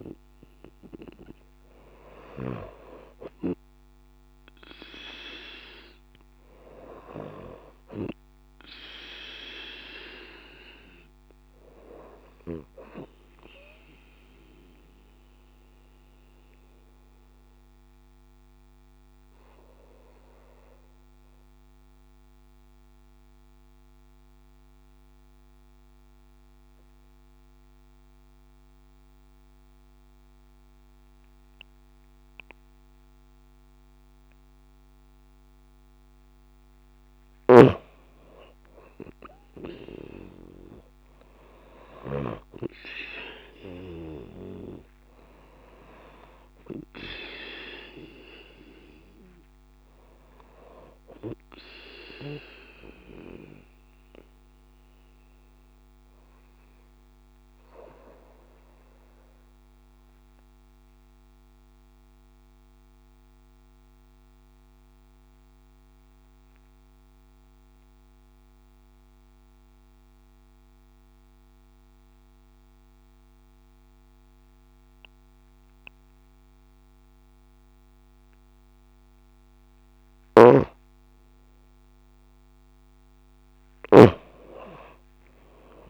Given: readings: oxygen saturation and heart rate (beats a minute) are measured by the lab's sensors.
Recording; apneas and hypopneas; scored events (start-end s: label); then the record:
breathing in sleep by a microphone on the trachea; 2
0.00-2.50 s: arousal
0.00-30.00 s: oxygen desaturation (device-marked, oxygen 91% lowest)
14.50-36.00 s: mixed apnea (oxygen 97% before, 91% lowest)
38.50-42.00 s: arousal
43.00-70.00 s: oxygen desaturation (device-marked, oxygen 96% before, 91% lowest)
59.00-79.50 s: mixed apnea (oxygen 96% before, 91% lowest)
79.50-83.50 s: snoring (device-marked)
82.50-85.90 s: arousal
From the record:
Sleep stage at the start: N2 (light sleep); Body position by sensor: on the back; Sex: female